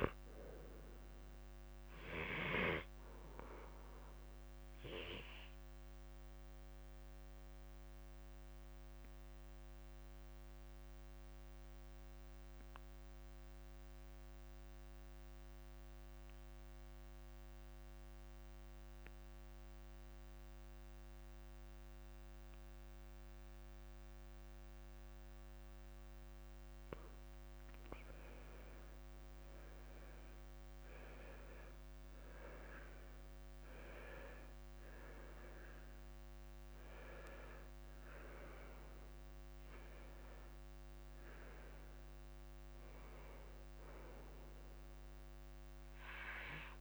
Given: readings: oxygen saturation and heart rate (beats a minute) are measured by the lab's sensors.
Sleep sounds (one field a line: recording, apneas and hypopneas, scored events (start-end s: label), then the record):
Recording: breathing in sleep by a microphone on the trachea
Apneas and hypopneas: 1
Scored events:
0.00-23.50 s: oxygen desaturation (device-marked, oxygen 85% lowest, heart rate 50 extreme)
5.50-27.50 s: mixed apnea (oxygen 96% before, 85% lowest, heart rate 55 before, 50 extreme, up 12 after)
25.00-27.00 s: long interval between heartbeats (device-marked, heart rate 51 before, 58 extreme)
29.00-33.00 s: arousal
From the record:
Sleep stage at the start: N2 (light sleep)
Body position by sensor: on the left side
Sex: male